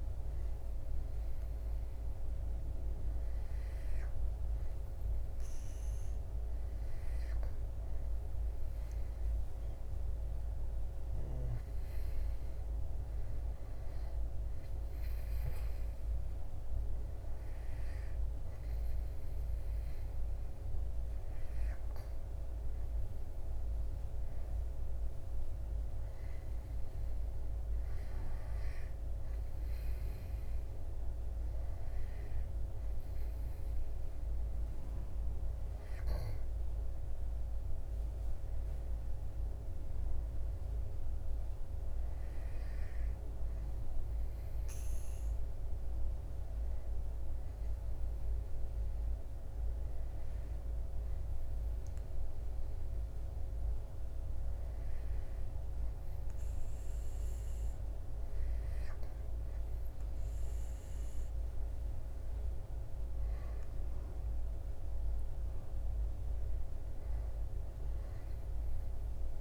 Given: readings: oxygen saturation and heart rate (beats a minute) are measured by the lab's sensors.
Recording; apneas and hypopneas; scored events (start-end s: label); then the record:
breathing in sleep, hard to hear, by a room microphone; none
none scored
From the record:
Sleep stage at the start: N2 (light sleep); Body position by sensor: on the back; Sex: male